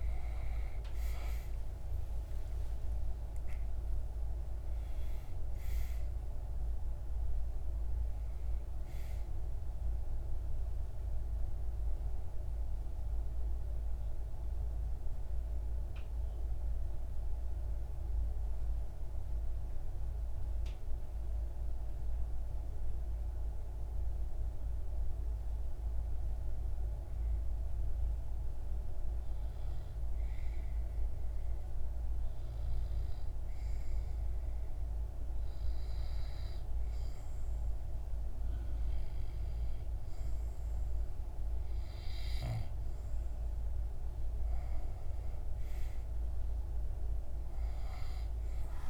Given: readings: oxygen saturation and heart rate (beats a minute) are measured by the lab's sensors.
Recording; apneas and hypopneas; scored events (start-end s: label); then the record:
breathing in sleep, hard to hear, by a room microphone; 1
12.50-41.00 s: obstructive apnea (oxygen 97% before, 94% lowest)
39.50-48.90 s: oxygen desaturation (device-marked, oxygen 98% before, 94% lowest)
43.50-48.00 s: arousal
From the record:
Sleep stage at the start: N2 (light sleep); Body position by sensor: on the back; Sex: male